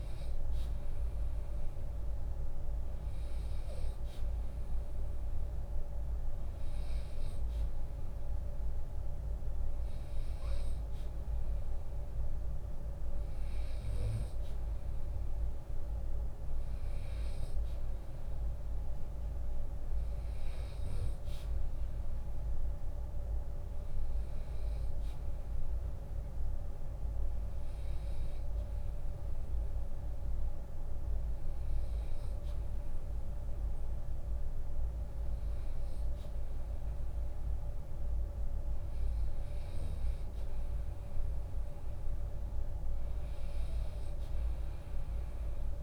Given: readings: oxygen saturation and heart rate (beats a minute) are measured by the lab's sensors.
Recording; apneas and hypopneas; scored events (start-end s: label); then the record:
breathing in sleep, hard to hear, by a room microphone; none
21.50-23.50 s: long interval between heartbeats (device-marked, heart rate 75 before, 72 extreme)
39.00-41.00 s: long interval between heartbeats (device-marked, heart rate 78 before, 77 extreme)
42.00-45.83 s: drop in pulse transit time (device-marked, heart rate 79 before, 80 extreme)
From the record:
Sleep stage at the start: N2 (light sleep); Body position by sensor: on the right side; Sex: male